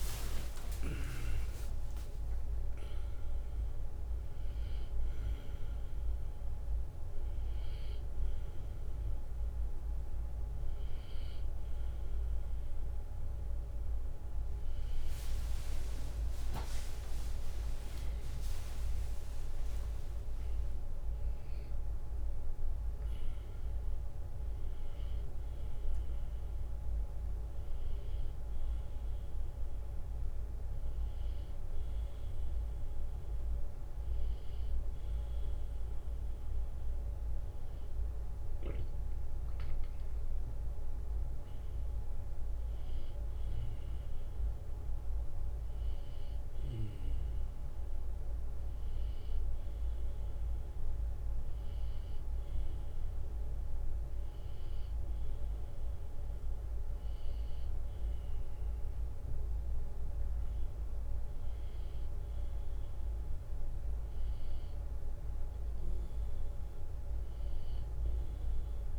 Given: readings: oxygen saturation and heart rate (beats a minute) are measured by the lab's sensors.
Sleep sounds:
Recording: a person awake in a sleep study, hard to hear, by a room microphone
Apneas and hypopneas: none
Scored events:
0.00-1.50 s: long interval between heartbeats (device-marked, heart rate 94 extreme)
7.50-13.50 s: drop in pulse transit time (device-marked)
33.50-35.50 s: drop in pulse transit time (device-marked)
38.50-40.50 s: long interval between heartbeats (device-marked)
41.00-43.00 s: long interval between heartbeats (device-marked)
43.50-45.50 s: long interval between heartbeats (device-marked)
48.50-56.50 s: drop in pulse transit time (device-marked)
53.00-55.00 s: long interval between heartbeats (device-marked)
59.50-68.98 s: new sleep stage, N1 (lightest sleep)
62.00-64.00 s: long interval between heartbeats (device-marked)
From the record:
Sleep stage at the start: awake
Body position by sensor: on the back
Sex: male

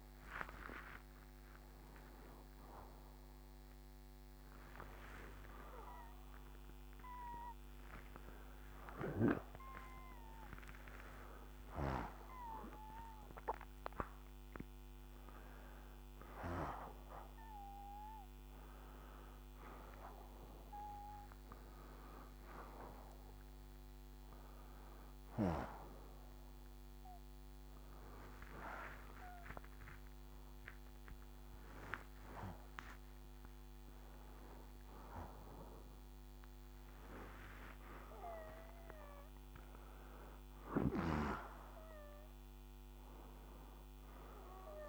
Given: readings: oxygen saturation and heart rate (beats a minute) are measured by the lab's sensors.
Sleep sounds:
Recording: a person awake in a sleep study, by a microphone on the trachea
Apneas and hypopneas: none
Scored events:
0.00-10.00 s: oxygen desaturation (device-marked, oxygen 86% lowest, heart rate 58 extreme)
From the record:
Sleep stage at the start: awake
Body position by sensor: on the right side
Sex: male

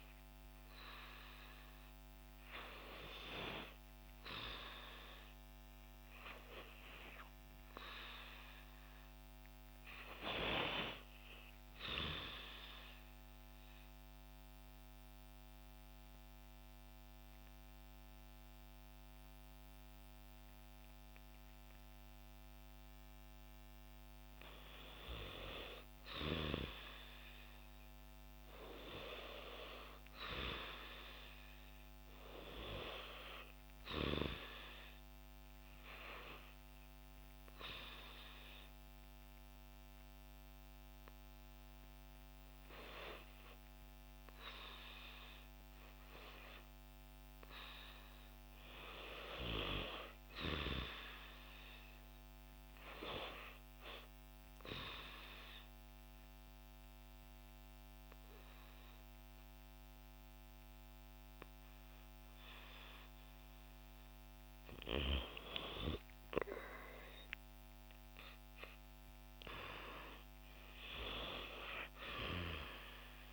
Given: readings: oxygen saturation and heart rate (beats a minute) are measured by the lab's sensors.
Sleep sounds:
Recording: breathing in sleep by a microphone on the trachea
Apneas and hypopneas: 3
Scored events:
0.00-10.00 s: oxygen desaturation (device-marked, oxygen 92% lowest, heart rate 61 extreme)
13.00-23.00 s: obstructive apnea (oxygen 96% before, 87% lowest, heart rate 61 before, 62 extreme, up 1 after)
25.50-29.00 s: arousal
33.00-47.00 s: oxygen desaturation (device-marked, oxygen 92% before, 88% lowest, heart rate 62 before, 63 extreme)
34.50-47.50 s: obstructive apnea (oxygen 93% before, 86% lowest, heart rate 62 before, 63 extreme, up 2 after)
49.50-52.50 s: arousal
54.50-65.00 s: obstructive apnea (oxygen 92% before, 84% lowest, heart rate 64 before, 63 extreme, up 5 after)
55.00-65.00 s: oxygen desaturation (device-marked, oxygen 92% before, 88% lowest, heart rate 64 before, 63 extreme)
68.50-73.00 s: arousal
From the record:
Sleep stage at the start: REM sleep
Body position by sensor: on the back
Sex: female

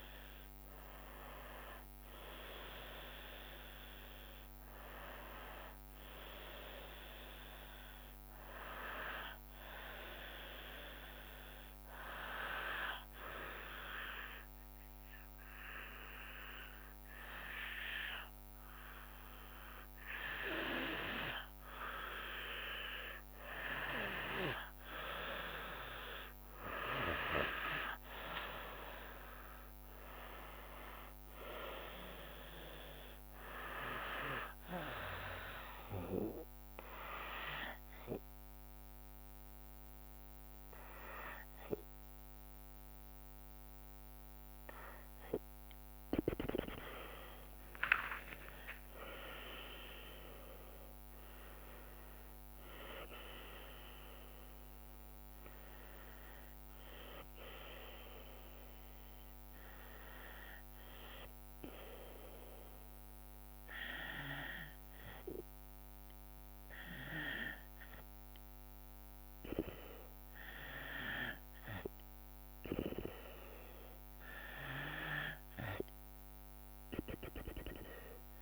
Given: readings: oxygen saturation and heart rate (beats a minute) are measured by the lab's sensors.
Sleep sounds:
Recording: breathing in sleep by a microphone on the trachea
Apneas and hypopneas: 3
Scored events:
12.50-23.50 s: hypopnea (oxygen 96% before, 93% lowest, heart rate 75 before, 69 extreme, up 6 after)
26.00-36.00 s: drop in pulse transit time (device-marked, heart rate 74 before, 76 extreme)
27.50-31.50 s: arousal
35.50-46.00 s: hypopnea (oxygen 96% before, 93% lowest, heart rate 77 before, 69 extreme, up 39 after)
45.00-50.00 s: tachycardia (device-marked, heart rate 78 before, 106 extreme)
47.00-59.00 s: drop in pulse transit time (device-marked, heart rate 75 before, 75 extreme)
48.00-52.50 s: arousal
59.50-72.00 s: hypopnea (oxygen 97% before, 94% lowest, heart rate 85 before, 68 extreme, up 9 after)
74.50-78.42 s: arousal
From the record:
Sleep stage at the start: N2 (light sleep)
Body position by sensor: on the right side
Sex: female

